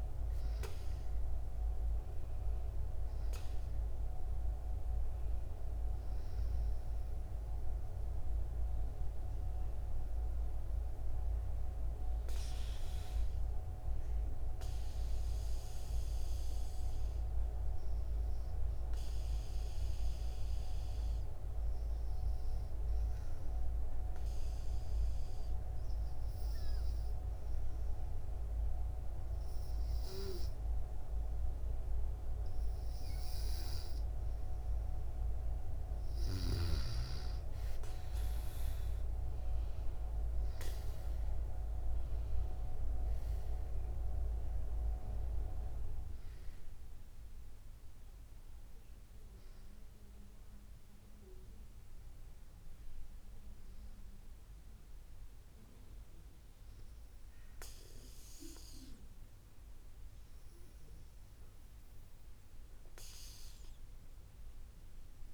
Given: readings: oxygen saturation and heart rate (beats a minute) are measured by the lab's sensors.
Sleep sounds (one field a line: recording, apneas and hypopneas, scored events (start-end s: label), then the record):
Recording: breathing in sleep by a room microphone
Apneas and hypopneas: 1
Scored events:
0.00-11.50 s: oxygen desaturation (device-marked, oxygen 92% lowest, heart rate 63 extreme)
10.00-34.50 s: obstructive apnea (oxygen 96% before, 92% lowest, heart rate 72 before, 65 extreme, up 7 after)
29.50-53.50 s: oxygen desaturation (device-marked, oxygen 95% before, 92% lowest, heart rate 67 before, 67 extreme)
38.00-43.50 s: arousal
From the record:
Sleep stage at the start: N2 (light sleep)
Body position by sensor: on the back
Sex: female